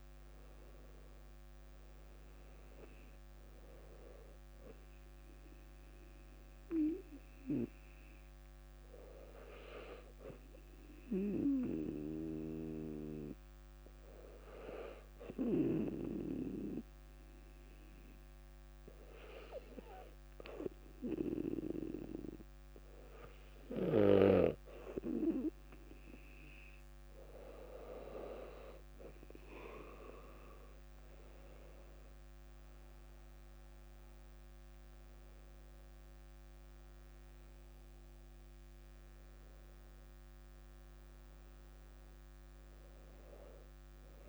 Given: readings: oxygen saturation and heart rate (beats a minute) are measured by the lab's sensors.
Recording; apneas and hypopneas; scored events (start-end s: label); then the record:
breathing in sleep by a microphone on the trachea; 1
0.00-2.00 s: arousal
8.50-27.00 s: obstructive apnea (oxygen 98% before, 96% lowest, heart rate 66 before, 57 extreme, up 4 after)
31.50-36.00 s: arousal
From the record:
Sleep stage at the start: N2 (light sleep); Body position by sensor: on the back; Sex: female